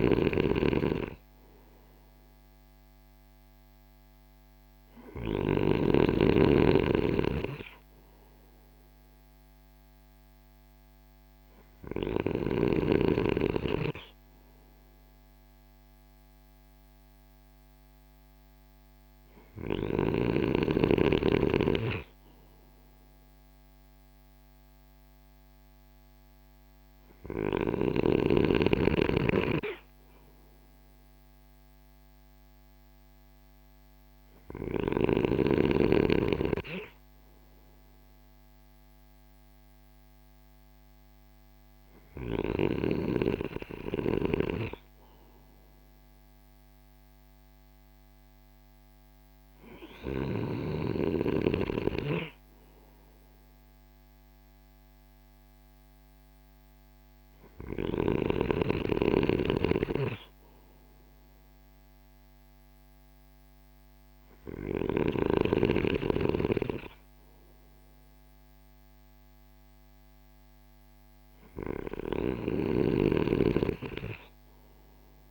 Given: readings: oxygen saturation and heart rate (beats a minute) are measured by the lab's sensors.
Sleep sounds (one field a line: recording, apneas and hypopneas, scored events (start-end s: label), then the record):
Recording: breathing in sleep by a microphone on the trachea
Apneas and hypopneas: none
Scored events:
0.00-4.50 s: snoring (device-marked)
38.50-75.31 s: new sleep stage, N3 (deep sleep)
From the record:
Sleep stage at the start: N2 (light sleep)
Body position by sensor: on the right side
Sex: male